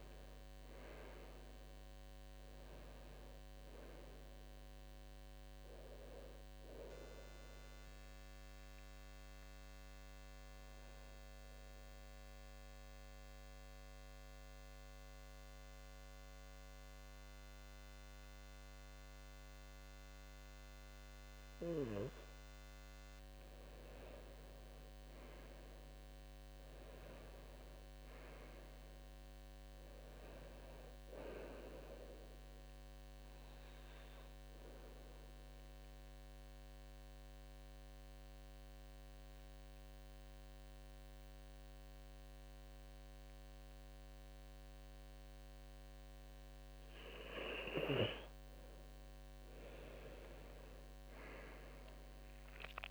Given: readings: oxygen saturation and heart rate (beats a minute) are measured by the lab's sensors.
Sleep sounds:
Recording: breathing in sleep by a microphone on the trachea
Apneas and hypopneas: 2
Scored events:
7.00-23.00 s: mixed apnea (oxygen 97% before, 91% lowest, heart rate 72 before, 67 extreme, up 6 after)
14.50-26.50 s: oxygen desaturation (device-marked, oxygen 94% before, 91% lowest, heart rate 73 before, 67 extreme)
24.00-27.50 s: arousal
34.00-46.50 s: mixed apnea (oxygen 97% before, 92% lowest, heart rate 74 before, 66 extreme, up 12 after)
43.50-51.50 s: oxygen desaturation (device-marked, oxygen 95% before, 92% lowest, heart rate 73 before, 66 extreme)
49.00-52.91 s: arousal
From the record:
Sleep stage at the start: N2 (light sleep)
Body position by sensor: on the left side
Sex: male

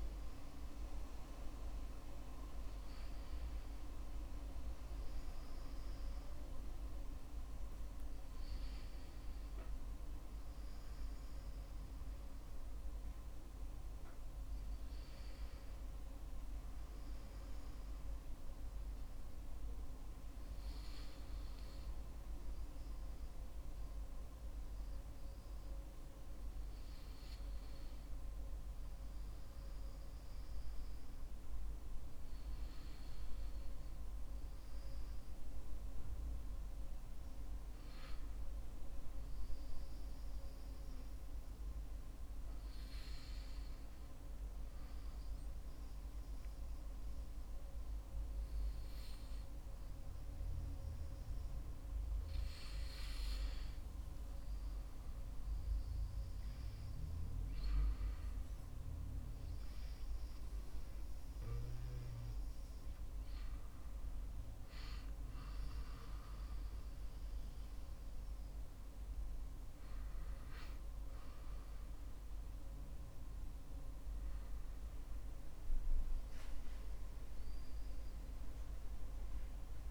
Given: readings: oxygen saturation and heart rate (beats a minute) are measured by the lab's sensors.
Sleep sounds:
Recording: breathing in sleep, hard to hear, by a room microphone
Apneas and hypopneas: 1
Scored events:
2.50-6.00 s: arousal
10.00-35.00 s: hypopnea (oxygen 94% before, 92% lowest, heart rate 58 before, 53 extreme, up 7 after)
37.50-42.00 s: arousal
75.00-79.00 s: arousal
From the record:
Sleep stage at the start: N2 (light sleep)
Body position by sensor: on the back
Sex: male

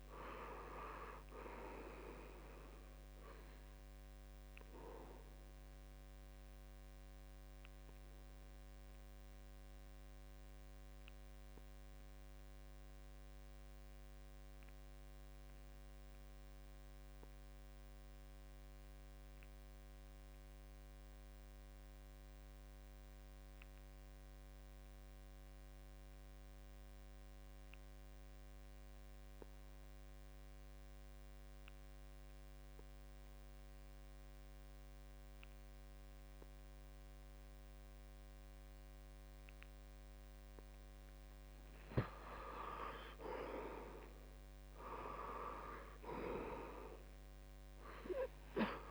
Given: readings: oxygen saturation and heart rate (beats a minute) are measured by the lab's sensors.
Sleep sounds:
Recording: breathing in sleep by a microphone on the trachea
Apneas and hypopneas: 1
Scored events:
0.00-22.50 s: oxygen desaturation (device-marked, oxygen 77% lowest, heart rate 65 extreme)
7.00-41.00 s: obstructive apnea (oxygen 98% before, 76% lowest, heart rate 72 before, 65 extreme, up 7 after)
34.50-48.91 s: oxygen desaturation (device-marked, oxygen 97% before, 76% lowest, heart rate 68 before, 61 extreme)
45.00-48.91 s: arousal
From the record:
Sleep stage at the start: N2 (light sleep)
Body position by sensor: on the back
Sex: male

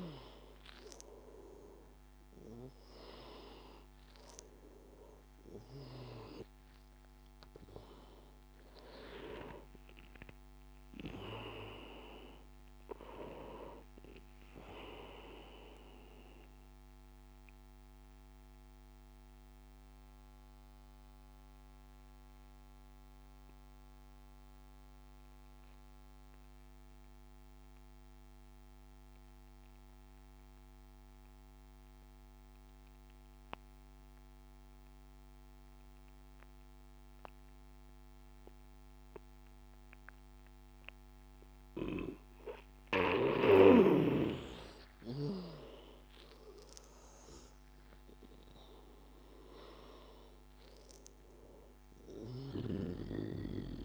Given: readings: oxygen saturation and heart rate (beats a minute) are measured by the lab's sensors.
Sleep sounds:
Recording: breathing in sleep by a microphone on the trachea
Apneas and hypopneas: 1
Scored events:
0.00-2.00 s: arousal
0.00-27.00 s: oxygen desaturation (device-marked, oxygen 88% lowest, heart rate 76 extreme)
16.50-43.50 s: obstructive apnea (oxygen 97% before, 88% lowest, heart rate 87 before, 76 extreme, up 10 after)
37.00-53.85 s: oxygen desaturation (device-marked, oxygen 99% before, 88% lowest, heart rate 82 before, 79 extreme)
44.50-48.50 s: arousal
From the record:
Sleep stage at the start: N2 (light sleep)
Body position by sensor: on the back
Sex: male

